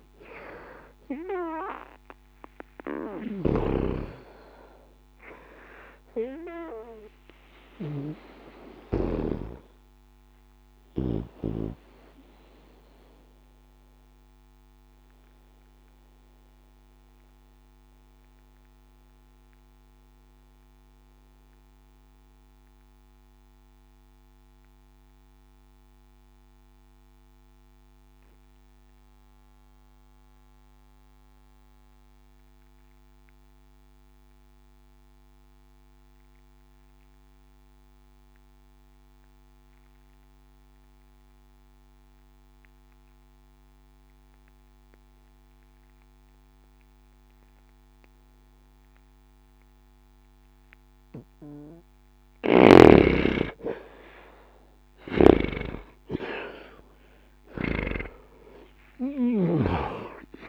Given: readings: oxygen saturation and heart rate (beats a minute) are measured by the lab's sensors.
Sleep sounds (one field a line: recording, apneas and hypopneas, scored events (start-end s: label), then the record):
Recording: breathing in sleep by a microphone on the trachea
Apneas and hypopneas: 1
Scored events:
0.00-25.50 s: oxygen desaturation (device-marked, oxygen 77% lowest, heart rate 52 extreme)
12.00-51.50 s: mixed apnea (oxygen 93% before, 77% lowest, heart rate 65 before, 61 extreme, up 17 after)
47.50-60.49 s: oxygen desaturation (device-marked, oxygen 98% before, 78% lowest, heart rate 61 before, 60 extreme)
59.00-60.49 s: snoring (device-marked)
From the record:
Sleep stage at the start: N2 (light sleep)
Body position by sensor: on the back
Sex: male